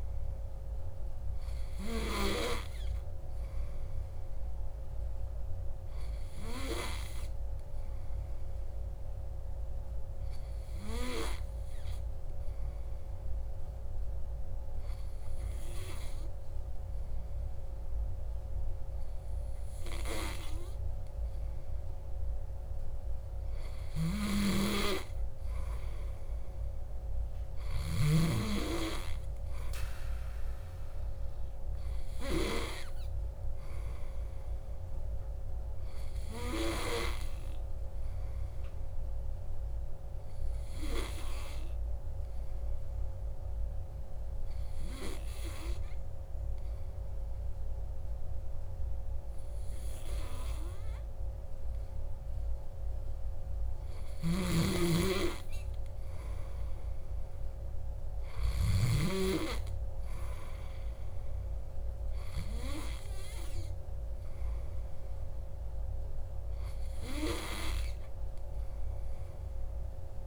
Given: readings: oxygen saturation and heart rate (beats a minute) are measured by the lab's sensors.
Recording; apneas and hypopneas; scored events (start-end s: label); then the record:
breathing in sleep by a room microphone; 2
3.00-6.50 s: arousal
10.50-22.50 s: hypopnea (oxygen 96% before, 94% lowest, heart rate 60 before, 60 extreme, up 1 after)
26.50-30.00 s: arousal
39.50-53.50 s: hypopnea (oxygen 96% before, 94% lowest, heart rate 60 before, 60 extreme, up 2 after)
57.00-60.50 s: arousal
From the record:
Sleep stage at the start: N2 (light sleep); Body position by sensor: on the back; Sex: male